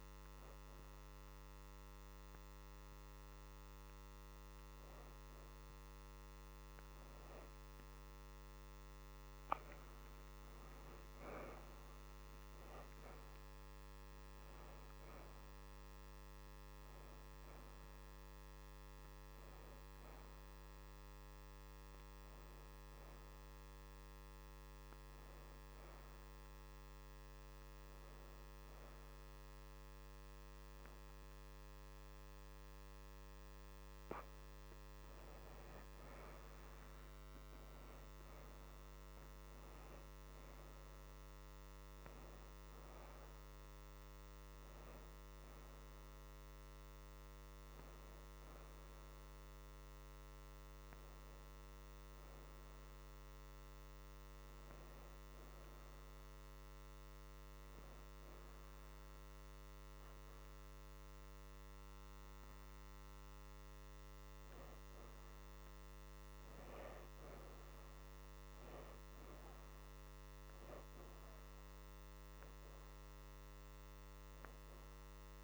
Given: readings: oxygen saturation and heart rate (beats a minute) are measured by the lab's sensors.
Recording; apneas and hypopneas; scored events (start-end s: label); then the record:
breathing in sleep, hard to hear, by a microphone on the trachea; 1
0.50-11.50 s: oxygen desaturation (device-marked, oxygen 86% before, 81% lowest, heart rate 82 before, 78 extreme)
12.00-16.50 s: arousal
19.50-34.50 s: oxygen desaturation (device-marked, oxygen 82% before, 75% lowest, heart rate 89 before, 78 extreme)
36.50-40.50 s: arousal
45.50-54.50 s: oxygen desaturation (device-marked, oxygen 89% before, 81% lowest, heart rate 89 before, 78 extreme)
53.50-75.44 s: new sleep stage, N2 (light sleep)
56.50-67.00 s: hypopnea (oxygen 89% before, 73% lowest, heart rate 88 before, 80 extreme, up 9 after)
69.50-73.50 s: arousal
From the record:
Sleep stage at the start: N1 (lightest sleep); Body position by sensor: on the back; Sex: female